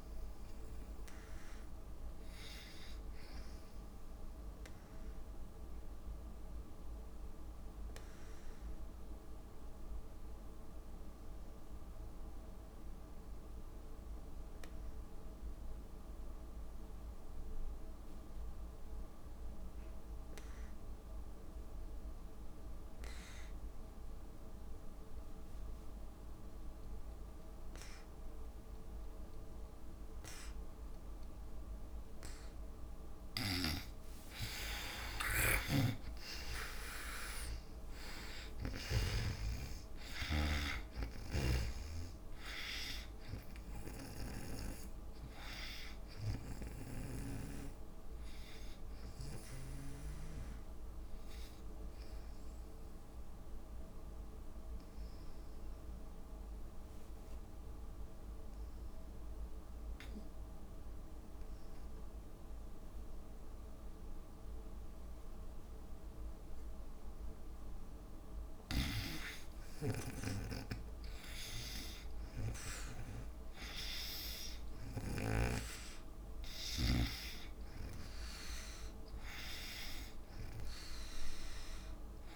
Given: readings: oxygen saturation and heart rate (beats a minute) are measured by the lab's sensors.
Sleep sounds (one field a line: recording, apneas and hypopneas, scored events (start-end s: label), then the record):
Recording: breathing in sleep by a room microphone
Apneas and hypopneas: 2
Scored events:
0.00-4.00 s: drop in pulse transit time (device-marked, heart rate 63 extreme)
0.00-12.00 s: oxygen desaturation (device-marked, oxygen 89% lowest, heart rate 56 extreme)
5.00-31.50 s: obstructive apnea (oxygen 96% before, 74% lowest, heart rate 81 before, 53 extreme, up 12 after)
25.50-27.50 s: long interval between heartbeats (device-marked, heart rate 59 before, 71 extreme)
27.00-64.00 s: oxygen desaturation (device-marked, oxygen 98% before, 74% lowest, heart rate 61 before, 53 extreme)
34.50-38.50 s: arousal
35.50-39.00 s: snoring (device-marked)
37.00-49.00 s: drop in pulse transit time (device-marked, heart rate 69 before, 56 extreme)
41.00-44.50 s: snoring (device-marked)
53.50-68.00 s: obstructive apnea (oxygen 96% before, 74% lowest, heart rate 65 before, 54 extreme, up 5 after)
70.50-74.00 s: arousal
77.00-82.35 s: oxygen desaturation (device-marked, oxygen 99% before, 89% lowest, heart rate 60 before, 53 extreme)
From the record:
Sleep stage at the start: N2 (light sleep)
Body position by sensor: on the back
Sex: female